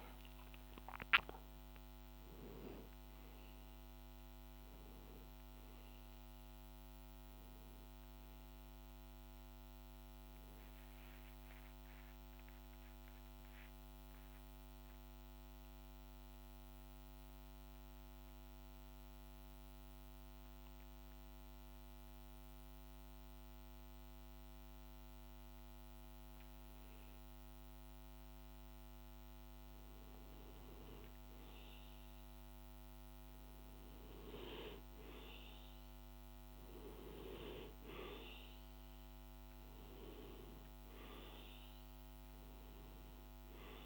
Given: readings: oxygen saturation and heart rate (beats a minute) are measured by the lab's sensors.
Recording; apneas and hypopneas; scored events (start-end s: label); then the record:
breathing in sleep by a microphone on the trachea; 1
0.00-20.00 s: oxygen desaturation (device-marked, oxygen 91% lowest, heart rate 50 extreme)
11.00-24.50 s: central apnea (oxygen 96% before, 92% lowest, heart rate 62 before, 50 extreme, up 2 after)
26.50-31.00 s: arousal
33.00-43.86 s: oxygen desaturation (device-marked, oxygen 99% before, 92% lowest, heart rate 52 before, 51 extreme)
From the record:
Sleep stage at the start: N2 (light sleep); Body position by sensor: on the back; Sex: male